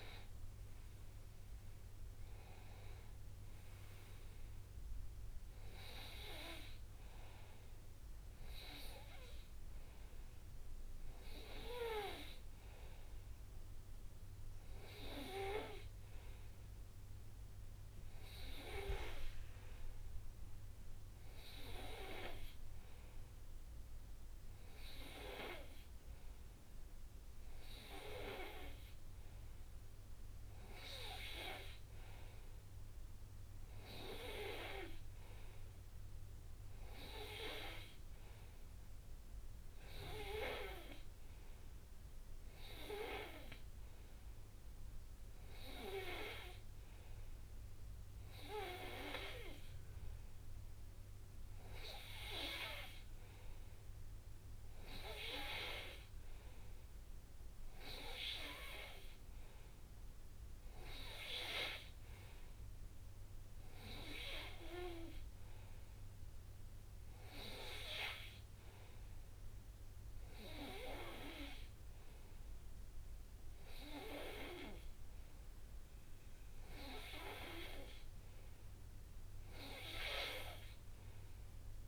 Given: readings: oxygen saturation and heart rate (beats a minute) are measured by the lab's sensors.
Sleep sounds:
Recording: breathing in sleep by a room microphone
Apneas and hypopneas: none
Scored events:
none scored
From the record:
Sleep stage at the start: N2 (light sleep)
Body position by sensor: on the right side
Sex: male

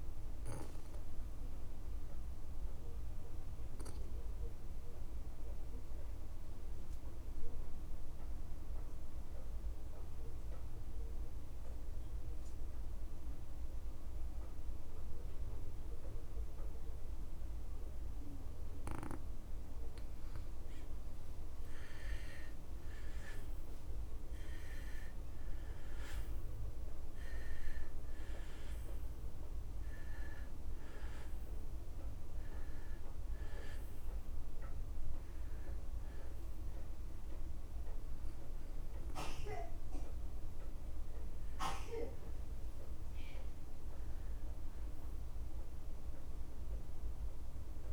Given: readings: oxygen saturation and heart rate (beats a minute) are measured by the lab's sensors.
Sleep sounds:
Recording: breathing in sleep by a room microphone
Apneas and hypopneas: 1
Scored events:
0.00-13.50 s: oxygen desaturation (device-marked, oxygen 90% lowest)
1.00-19.00 s: obstructive apnea (oxygen 96% before, 86% lowest)
21.50-47.93 s: oxygen desaturation (device-marked, oxygen 96% before, 86% lowest)
23.00-26.00 s: arousal
From the record:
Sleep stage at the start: N2 (light sleep)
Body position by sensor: on the back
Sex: male

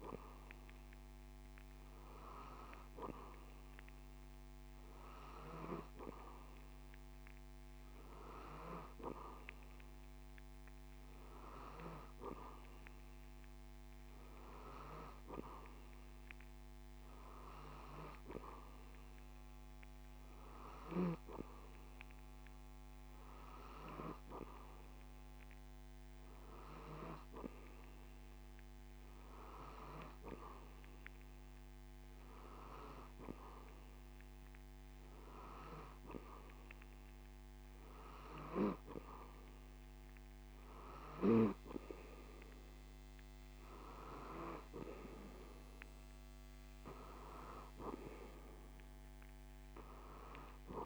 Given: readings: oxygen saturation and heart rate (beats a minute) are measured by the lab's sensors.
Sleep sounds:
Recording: breathing in sleep by a microphone on the trachea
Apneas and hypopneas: none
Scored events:
none scored
From the record:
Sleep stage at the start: N2 (light sleep)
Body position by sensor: on the back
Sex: male

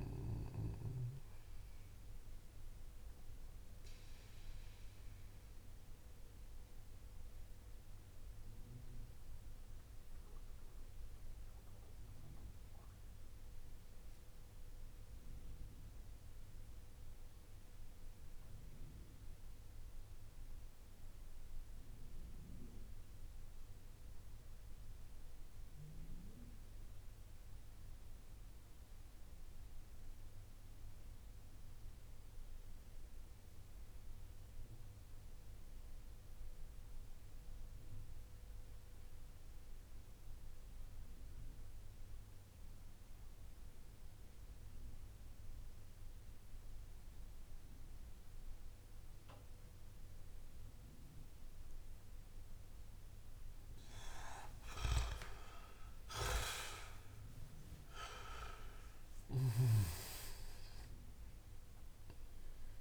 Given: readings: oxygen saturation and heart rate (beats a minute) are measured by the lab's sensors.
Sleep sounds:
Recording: breathing in sleep by a room microphone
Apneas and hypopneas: 1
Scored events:
2.50-53.50 s: mixed apnea (oxygen 99% before, 88% lowest)
34.50-62.81 s: oxygen desaturation (device-marked, oxygen 99% before, 90% lowest)
54.50-62.81 s: snoring (device-marked)
55.50-61.00 s: arousal
From the record:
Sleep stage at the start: N2 (light sleep)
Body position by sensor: on the back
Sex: male

